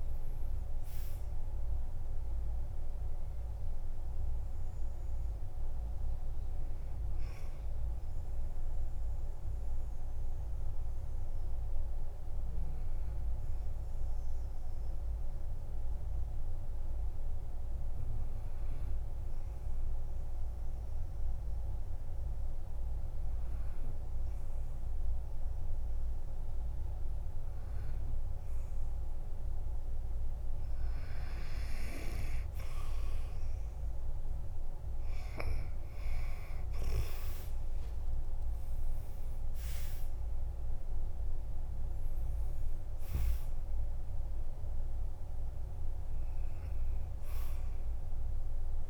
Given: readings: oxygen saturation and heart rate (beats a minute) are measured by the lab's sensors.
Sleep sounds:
breathing in sleep, hard to hear, by a room microphone; 1
0.00-22.50 s: oxygen desaturation (device-marked, oxygen 94% lowest, heart rate 47 extreme)
10.00-28.50 s: obstructive apnea (oxygen 99% before, 93% lowest, heart rate 58 before, 48 extreme, up 4 after)
34.50-48.90 s: oxygen desaturation (device-marked, oxygen 99% before, 93% lowest, heart rate 49 before, 46 extreme)
35.50-40.50 s: arousal
From the record:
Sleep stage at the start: N2 (light sleep); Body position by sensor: on the back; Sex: male

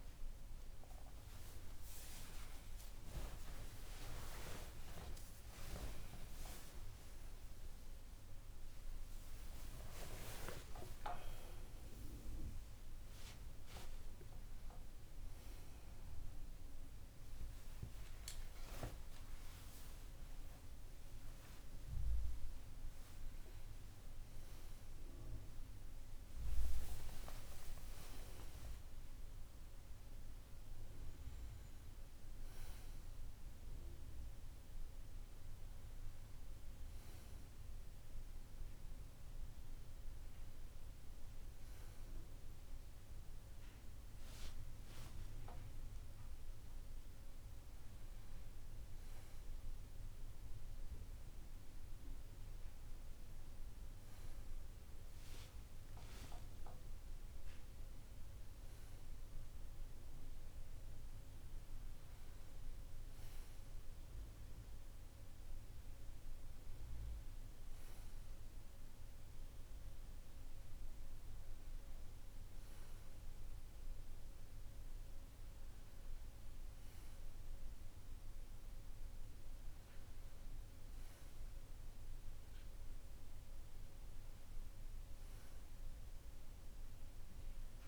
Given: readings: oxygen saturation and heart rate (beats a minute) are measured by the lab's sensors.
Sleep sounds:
a person awake in a sleep study, by a room microphone; none
61.50-87.88 s: new sleep stage, N1 (lightest sleep)
From the record:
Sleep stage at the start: awake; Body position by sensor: on the back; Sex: male

